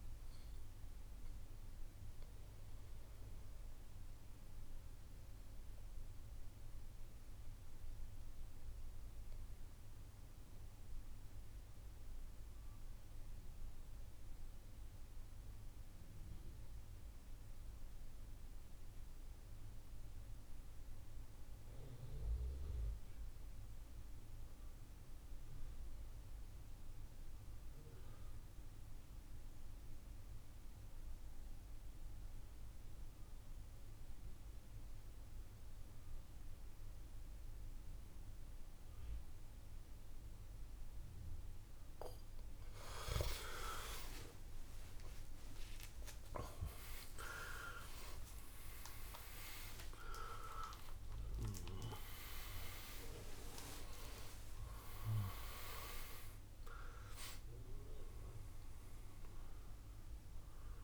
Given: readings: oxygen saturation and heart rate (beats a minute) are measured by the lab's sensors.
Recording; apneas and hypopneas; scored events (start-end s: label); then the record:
breathing in sleep by a room microphone; 1
0.00-13.00 s: oxygen desaturation (device-marked, oxygen 87% lowest, heart rate 58 extreme)
2.50-42.00 s: obstructive apnea (oxygen 97% before, 86% lowest, heart rate 72 before, 60 extreme, up 14 after)
31.00-60.84 s: oxygen desaturation (device-marked, oxygen 98% before, 86% lowest, heart rate 65 before, 62 extreme)
43.50-48.00 s: arousal
From the record:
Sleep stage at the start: N2 (light sleep); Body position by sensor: on the back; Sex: male